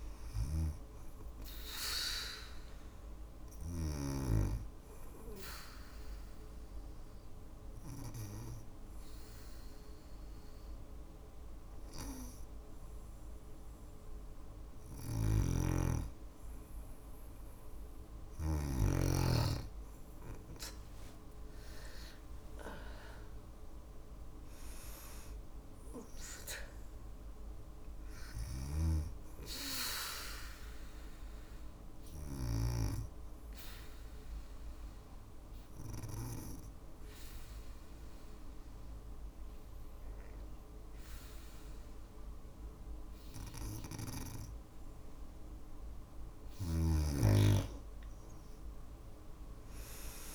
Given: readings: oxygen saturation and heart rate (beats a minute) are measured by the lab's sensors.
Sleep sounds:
breathing in sleep by a room microphone; 2
0.00-17.00 s: oxygen desaturation (device-marked, oxygen 93% lowest, heart rate 54 extreme)
4.00-14.50 s: obstructive apnea (oxygen 97% before, 93% lowest, heart rate 57 before, 54 extreme, up 4 after)
14.00-18.00 s: snoring (device-marked)
19.50-23.50 s: arousal
26.00-46.00 s: oxygen desaturation (device-marked, oxygen 97% before, 93% lowest, heart rate 56 before, 54 extreme)
32.00-44.50 s: obstructive apnea (oxygen 97% before, 93% lowest, heart rate 57 before, 54 extreme, up 4 after)
48.00-50.35 s: arousal
From the record:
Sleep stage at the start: N2 (light sleep); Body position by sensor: on the back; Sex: female

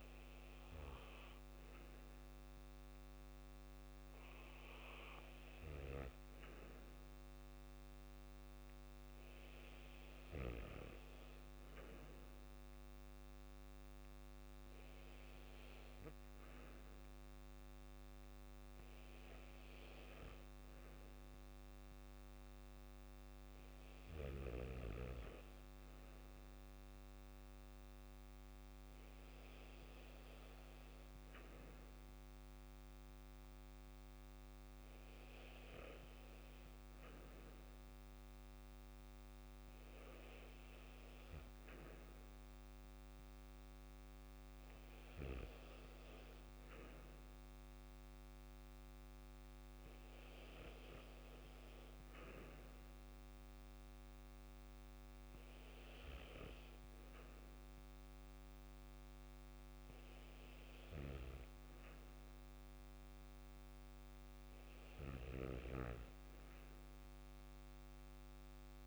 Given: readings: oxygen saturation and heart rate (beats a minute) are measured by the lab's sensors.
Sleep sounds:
breathing in sleep by a microphone on the trachea; none
none scored
From the record:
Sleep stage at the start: N2 (light sleep); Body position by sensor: on the back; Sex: male

